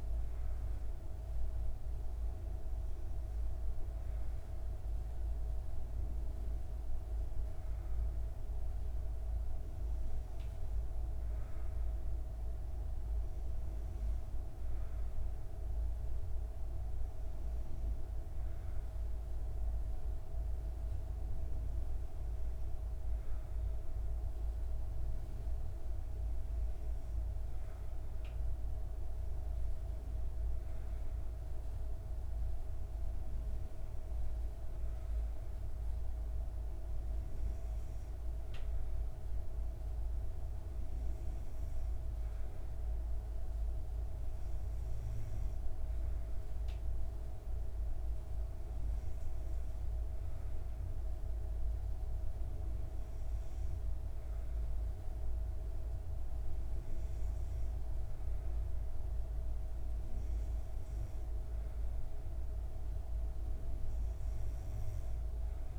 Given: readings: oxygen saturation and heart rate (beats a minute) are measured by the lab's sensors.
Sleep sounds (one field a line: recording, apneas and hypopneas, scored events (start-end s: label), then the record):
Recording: breathing in sleep, hard to hear, by a room microphone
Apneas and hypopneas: none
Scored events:
none scored
From the record:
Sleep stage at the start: N2 (light sleep)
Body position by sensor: on the back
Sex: female